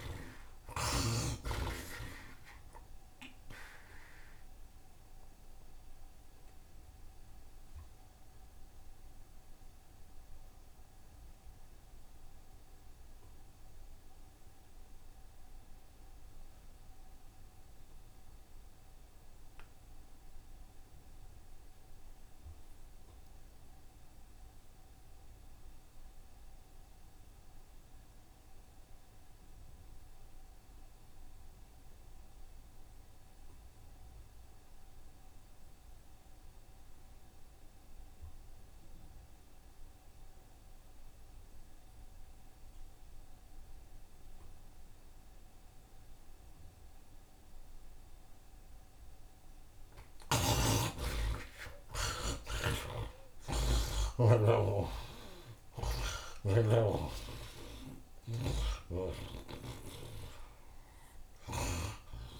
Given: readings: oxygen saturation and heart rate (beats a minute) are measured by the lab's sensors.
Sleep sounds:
breathing in sleep by a room microphone; 1
0.00-1.50 s: snoring (device-marked)
0.00-1.50 s: tachycardia (device-marked, heart rate 129 extreme)
0.00-19.50 s: oxygen desaturation (device-marked, oxygen 52% lowest, heart rate 63 extreme)
1.00-3.00 s: long interval between heartbeats (device-marked, heart rate 79 before, 118 extreme)
3.50-5.50 s: long interval between heartbeats (device-marked, heart rate 87 before, 92 extreme)
4.00-50.50 s: obstructive apnea (oxygen 90% before, 45% lowest, heart rate 87 before, 56 extreme, up 32 after)
6.00-8.00 s: long interval between heartbeats (device-marked, heart rate 91 before, 89 extreme)
10.50-12.50 s: long interval between heartbeats (device-marked, heart rate 91 before, 78 extreme)
17.50-19.50 s: long interval between heartbeats (device-marked, heart rate 91 before, 92 extreme)
22.50-24.50 s: long interval between heartbeats (device-marked, heart rate 85 before, 85 extreme)
31.50-62.40 s: oxygen desaturation (device-marked, oxygen 67% before, 45% lowest, heart rate 85 before, 56 extreme)
48.50-52.50 s: tachycardia (device-marked, heart rate 80 before, 109 extreme)
51.00-53.00 s: long interval between heartbeats (device-marked, heart rate 77 before, 94 extreme)
51.50-56.50 s: arousal
53.00-57.50 s: snoring (device-marked)
54.00-56.00 s: long interval between heartbeats (device-marked, heart rate 81 before, 107 extreme)
56.50-58.50 s: long interval between heartbeats (device-marked, heart rate 85 before, 74 extreme)
59.00-61.00 s: long interval between heartbeats (device-marked, heart rate 86 before, 64 extreme)
From the record:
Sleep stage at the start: N2 (light sleep); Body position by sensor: on the right side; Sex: male

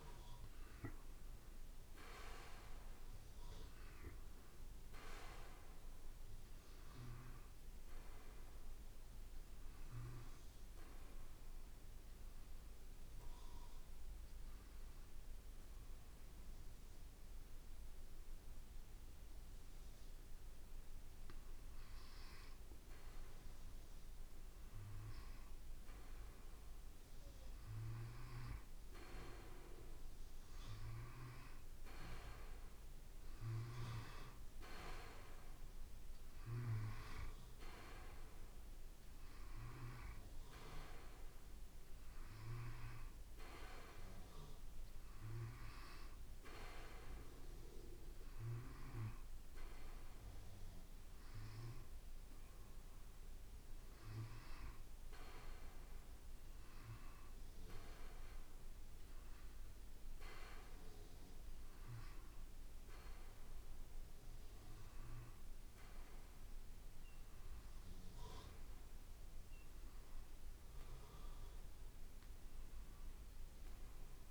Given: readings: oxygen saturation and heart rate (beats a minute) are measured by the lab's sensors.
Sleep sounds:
breathing in sleep by a room microphone; 1
11.00-22.50 s: obstructive apnea (oxygen 94% before, 91% lowest, heart rate 55 before, 52 extreme, up 3 after)
24.50-28.00 s: arousal
31.50-41.50 s: oxygen desaturation (device-marked, oxygen 95% before, 91% lowest, heart rate 53 before, 54 extreme)
From the record:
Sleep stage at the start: N2 (light sleep); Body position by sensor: on the back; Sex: male

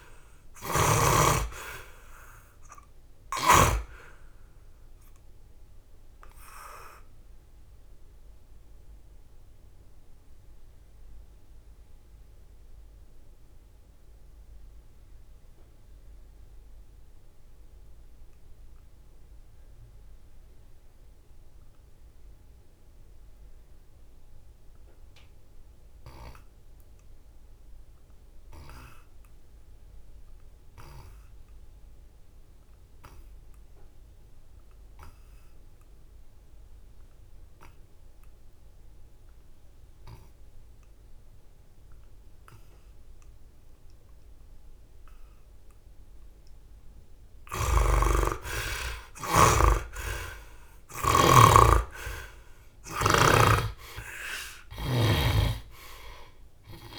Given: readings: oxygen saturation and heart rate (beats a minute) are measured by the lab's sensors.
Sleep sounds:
breathing in sleep by a room microphone; 1
0.00-1.00 s: arousal
0.00-3.50 s: snoring (device-marked)
0.00-23.00 s: oxygen desaturation (device-marked, oxygen 57% lowest, heart rate 63 extreme)
5.00-46.00 s: mixed apnea (oxygen 84% before, 57% lowest, heart rate 75 before, 63 extreme, up 21 after)
35.00-56.99 s: oxygen desaturation (device-marked, oxygen 89% before, 57% lowest, heart rate 66 before, 62 extreme)
47.00-51.00 s: snoring (device-marked)
47.50-51.50 s: arousal
From the record:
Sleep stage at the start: N2 (light sleep); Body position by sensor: on the back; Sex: male

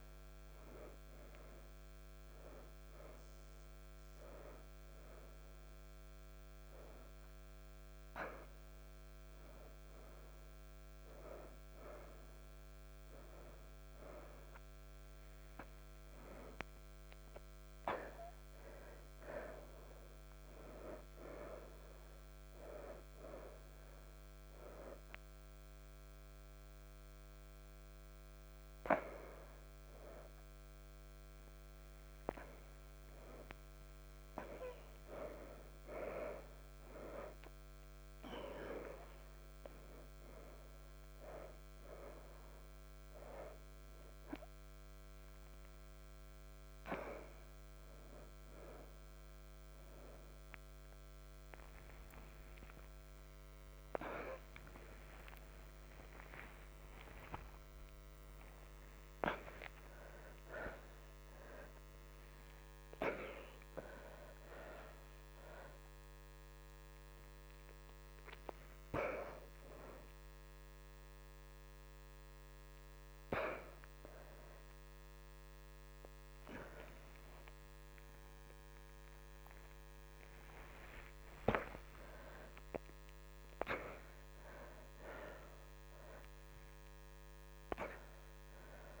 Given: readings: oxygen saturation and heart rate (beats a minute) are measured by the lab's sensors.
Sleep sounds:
a person awake in a sleep study, by a microphone on the trachea; none
47.50-60.50 s: oxygen desaturation (device-marked, oxygen 90% before, 83% lowest, heart rate 104 before, 84 extreme)
From the record:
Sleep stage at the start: awake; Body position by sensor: on the back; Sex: female

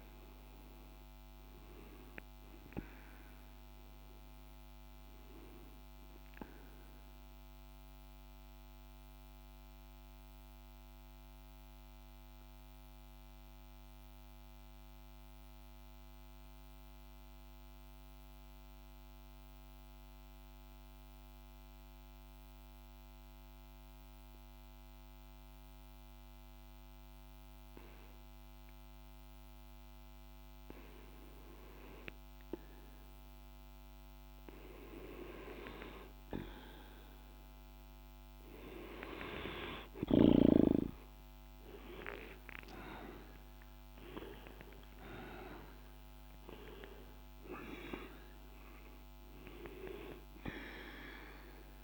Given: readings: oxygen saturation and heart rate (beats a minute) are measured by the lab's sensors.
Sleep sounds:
breathing in sleep by a microphone on the trachea; 1
0.00-13.00 s: oxygen desaturation (device-marked, oxygen 89% lowest, heart rate 47 extreme)
6.00-34.00 s: mixed apnea (oxygen 96% before, 89% lowest, heart rate 60 before, 47 extreme, up 1 after)
34.00-51.84 s: oxygen desaturation (device-marked, oxygen 98% before, 89% lowest, heart rate 49 before, 46 extreme)
39.50-43.50 s: arousal
From the record:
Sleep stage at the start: N2 (light sleep); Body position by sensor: on the back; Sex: male

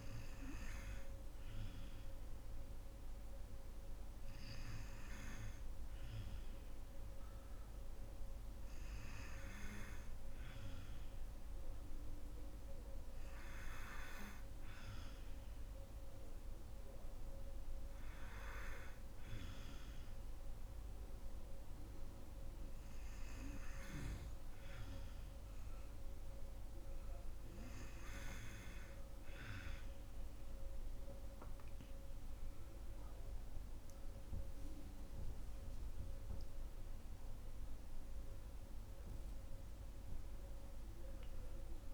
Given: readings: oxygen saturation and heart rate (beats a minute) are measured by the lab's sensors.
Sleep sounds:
breathing in sleep by a room microphone; none
none scored
From the record:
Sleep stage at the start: N2 (light sleep); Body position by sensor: on the right side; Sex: female

